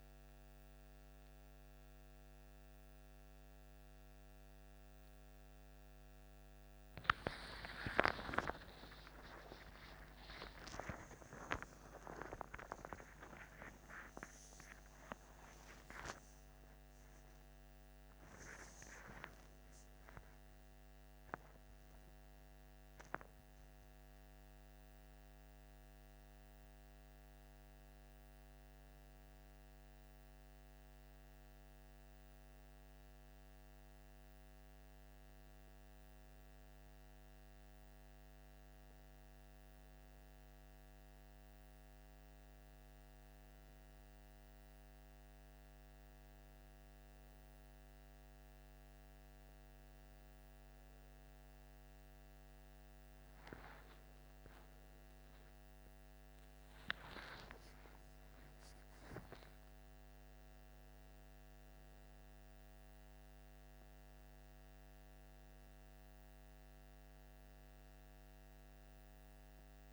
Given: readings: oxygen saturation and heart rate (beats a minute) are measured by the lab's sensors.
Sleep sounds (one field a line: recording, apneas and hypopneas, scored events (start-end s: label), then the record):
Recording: a person partly awake in a sleep study, by a microphone on the trachea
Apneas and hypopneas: none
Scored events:
10.50-12.50 s: long interval between heartbeats (device-marked, heart rate 64 before, 74 extreme)
12.50-14.50 s: long interval between heartbeats (device-marked, heart rate 65 before, 87 extreme)
28.00-69.93 s: new sleep stage, N1 (lightest sleep)
54.00-59.50 s: arousal
From the record:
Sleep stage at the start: awake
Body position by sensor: on the left side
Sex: male